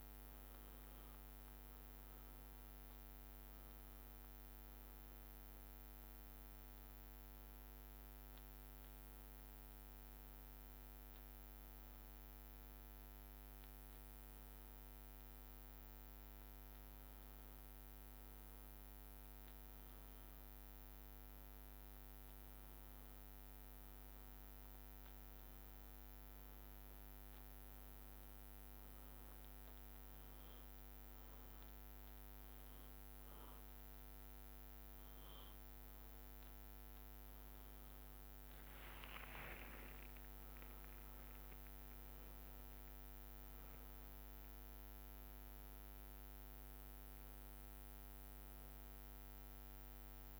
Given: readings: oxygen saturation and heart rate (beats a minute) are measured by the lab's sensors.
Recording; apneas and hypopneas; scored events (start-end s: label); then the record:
a person partly awake in a sleep study, hard to hear, by a microphone on the trachea; none
0.00-1.50 s: long interval between heartbeats (device-marked, heart rate 67 extreme)
0.00-10.50 s: drop in pulse transit time (device-marked, heart rate 62 extreme)
1.00-5.00 s: arousal
34.50-50.39 s: new sleep stage, awake
39.50-41.50 s: long interval between heartbeats (device-marked, heart rate 64 before, 73 extreme)
From the record:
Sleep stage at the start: N2 (light sleep); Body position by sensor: on the back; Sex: male